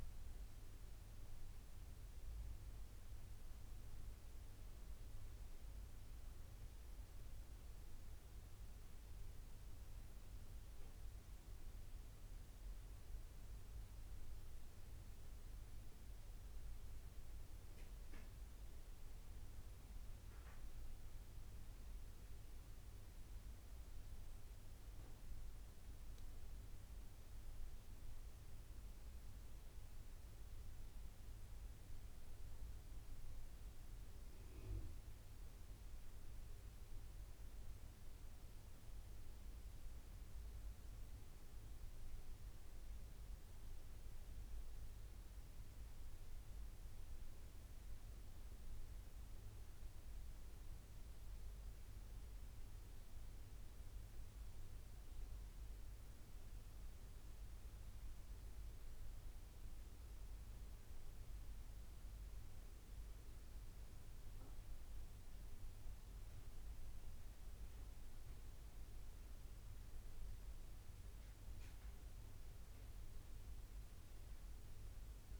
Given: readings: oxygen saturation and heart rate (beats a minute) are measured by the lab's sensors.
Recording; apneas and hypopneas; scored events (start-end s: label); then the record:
breathing in sleep, hard to hear, by a room microphone; none
60.00-75.40 s: new sleep stage, N2 (light sleep)
61.00-75.40 s: oxygen desaturation (device-marked, oxygen 93% before, 90% lowest, heart rate 82 before, 77 extreme)
From the record:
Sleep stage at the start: N1 (lightest sleep); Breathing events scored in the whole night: 244 in 4.7 hours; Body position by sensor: on the back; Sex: male